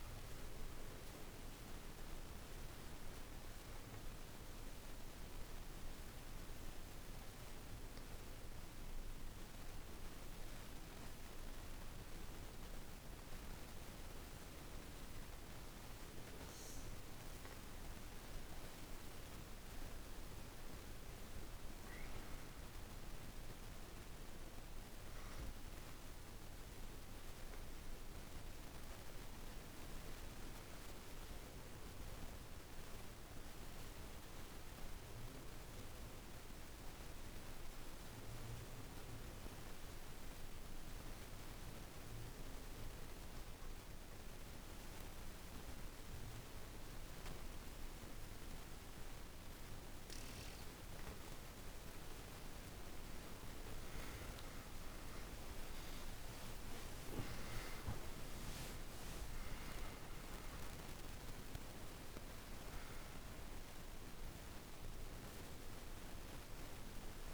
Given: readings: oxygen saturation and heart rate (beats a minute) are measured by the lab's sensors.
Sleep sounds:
breathing in sleep, hard to hear, by a room microphone; 2
0.00-1.00 s: oxygen desaturation (device-marked, oxygen 90% lowest, heart rate 51 extreme)
3.50-16.00 s: obstructive apnea (oxygen 94% before, 91% lowest, heart rate 57 before, 49 extreme, up 49 after)
19.00-24.00 s: arousal
29.00-49.00 s: obstructive apnea (oxygen 99% before, 83% lowest, heart rate 68 before, 49 extreme, up 42 after)
50.00-67.34 s: oxygen desaturation (device-marked, oxygen 98% before, 92% lowest, heart rate 51 before, 49 extreme)
52.50-56.00 s: arousal
From the record:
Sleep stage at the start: N2 (light sleep); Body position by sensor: on the back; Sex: female

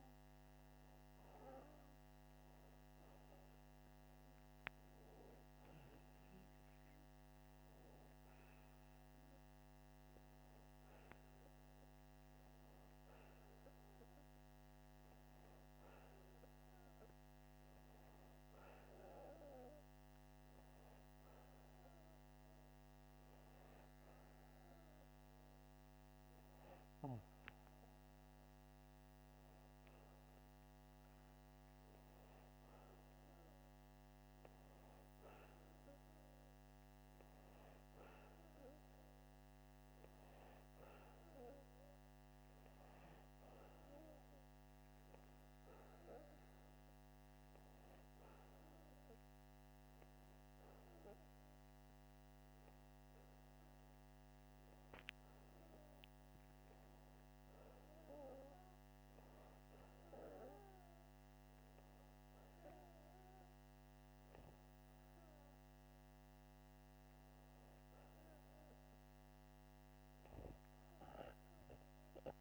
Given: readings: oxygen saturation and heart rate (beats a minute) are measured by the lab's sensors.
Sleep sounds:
breathing in sleep by a microphone on the trachea; none
none scored
From the record:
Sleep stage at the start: N2 (light sleep); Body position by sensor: upright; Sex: male

